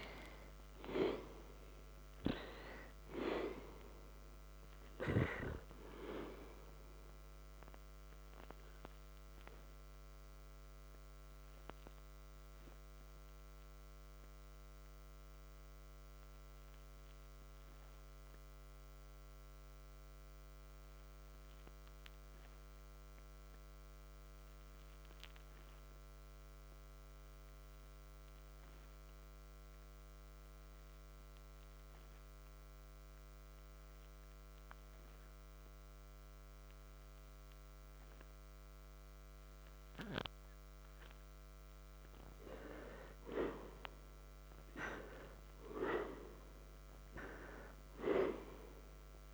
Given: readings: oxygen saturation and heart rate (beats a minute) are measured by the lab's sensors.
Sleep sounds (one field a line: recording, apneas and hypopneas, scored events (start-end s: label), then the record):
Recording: breathing in sleep by a microphone on the trachea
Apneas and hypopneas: 1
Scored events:
0.00-1.00 s: arousal
9.00-40.00 s: hypopnea (oxygen 97% before, 84% lowest, heart rate 56 before, 53 extreme, up 2 after)
14.00-21.00 s: oxygen desaturation (device-marked, oxygen 96% before, 93% lowest, heart rate 59 before, 53 extreme)
23.00-39.00 s: oxygen desaturation (device-marked, oxygen 96% before, 87% lowest, heart rate 61 before, 53 extreme)
43.50-48.00 s: arousal
From the record:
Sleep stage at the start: N2 (light sleep)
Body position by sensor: on the back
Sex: male